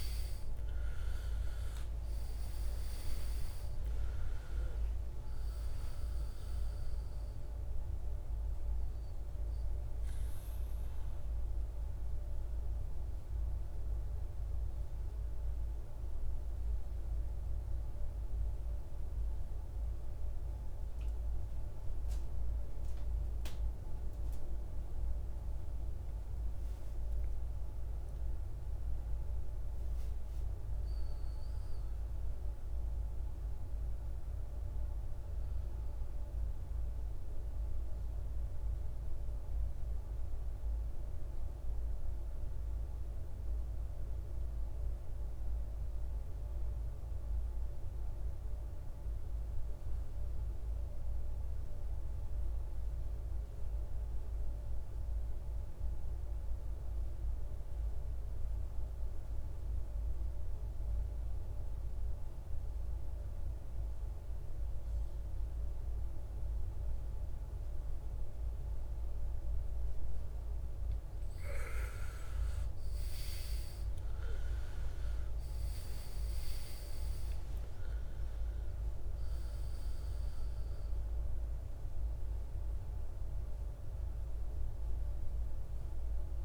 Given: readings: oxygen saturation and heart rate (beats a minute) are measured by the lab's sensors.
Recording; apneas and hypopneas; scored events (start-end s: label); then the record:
breathing in sleep, hard to hear, by a room microphone; 2
0.00-1.50 s: arousal
0.00-23.50 s: oxygen desaturation (device-marked, oxygen 80% lowest, heart rate 51 extreme)
15.00-27.00 s: central apnea (oxygen 98% before, 80% lowest, heart rate 67 before, 51 extreme, up 6 after)
28.50-33.00 s: arousal
42.50-51.50 s: oxygen desaturation (device-marked, oxygen 98% before, 93% lowest, heart rate 55 before, 51 extreme)
42.50-71.00 s: mixed apnea (oxygen 99% before, 80% lowest, heart rate 55 before, 51 extreme, up 17 after)
65.50-86.45 s: oxygen desaturation (device-marked, oxygen 98% before, 80% lowest, heart rate 54 before, 55 extreme)
73.50-77.00 s: arousal
From the record:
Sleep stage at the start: N2 (light sleep); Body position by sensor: on the back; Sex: male